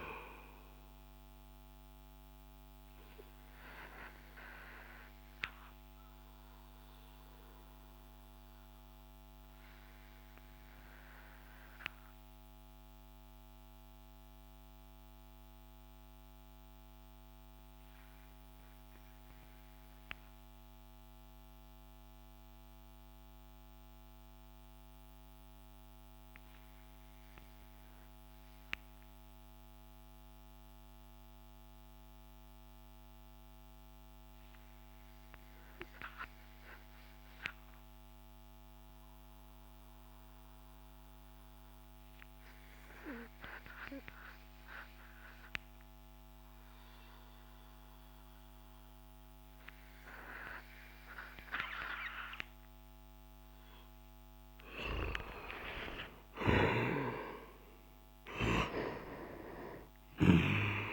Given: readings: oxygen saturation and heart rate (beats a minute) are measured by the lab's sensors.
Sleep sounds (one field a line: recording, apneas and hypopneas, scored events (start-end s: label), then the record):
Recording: breathing in sleep by a microphone on the trachea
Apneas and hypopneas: 1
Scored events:
0.00-11.00 s: oxygen desaturation (device-marked, oxygen 93% lowest)
2.00-52.50 s: obstructive apnea (oxygen 98% before, 87% lowest)
13.00-29.00 s: oxygen desaturation (device-marked, oxygen 94% before, 90% lowest)
51.00-60.92 s: oxygen desaturation (device-marked, oxygen 97% before, 87% lowest)
53.50-58.50 s: arousal
From the record:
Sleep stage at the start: N2 (light sleep)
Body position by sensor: on the back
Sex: male